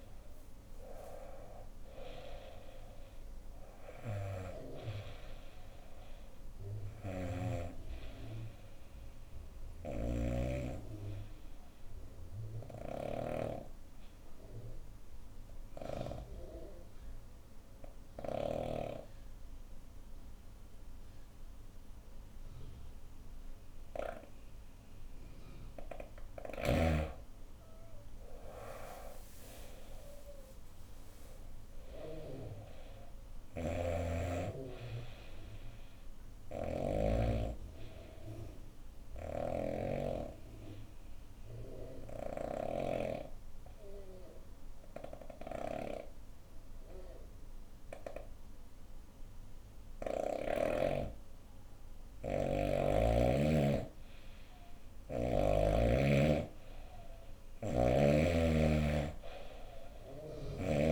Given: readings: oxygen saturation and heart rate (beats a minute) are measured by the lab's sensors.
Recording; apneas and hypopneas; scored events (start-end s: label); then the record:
breathing in sleep by a room microphone; 2
0.00-3.50 s: arousal
9.00-18.00 s: snoring (device-marked)
10.00-24.50 s: obstructive apnea (oxygen 98% before, 92% lowest, heart rate 71 before, 64 extreme, up 11 after)
27.00-32.50 s: arousal
30.00-47.00 s: oxygen desaturation (device-marked, oxygen 98% before, 92% lowest, heart rate 66 before, 65 extreme)
33.00-36.50 s: snoring (device-marked)
36.50-52.00 s: obstructive apnea (oxygen 98% before, 92% lowest, heart rate 68 before, 65 extreme, up 5 after)
38.50-42.00 s: snoring (device-marked)
57.00-60.50 s: snoring (device-marked)
57.00-60.92 s: oxygen desaturation (device-marked, oxygen 98% before, 92% lowest, heart rate 67 before, 65 extreme)
From the record:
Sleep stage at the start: N2 (light sleep); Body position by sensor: on the right side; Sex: female